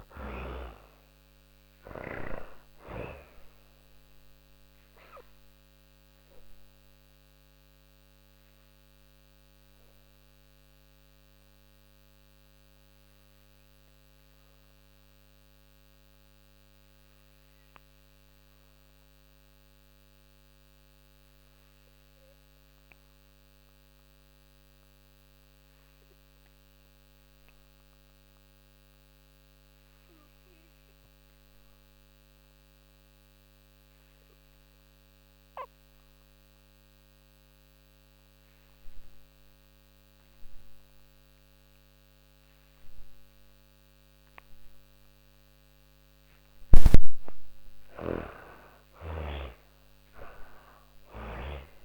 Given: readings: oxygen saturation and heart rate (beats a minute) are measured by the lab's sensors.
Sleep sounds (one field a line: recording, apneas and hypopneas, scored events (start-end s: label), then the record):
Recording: breathing in sleep by a microphone on the trachea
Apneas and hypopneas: 1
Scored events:
0.00-25.50 s: oxygen desaturation (device-marked, oxygen 83% lowest, heart rate 39 extreme)
3.00-45.00 s: obstructive apnea (oxygen 99% before, 80% lowest, heart rate 57 before, 39 extreme, up 25 after)
39.50-51.85 s: oxygen desaturation (device-marked, oxygen 98% before, 80% lowest, heart rate 46 before, 41 extreme)
46.00-50.00 s: snoring (device-marked)
46.50-51.50 s: arousal
From the record:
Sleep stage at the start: N2 (light sleep)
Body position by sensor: on the back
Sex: female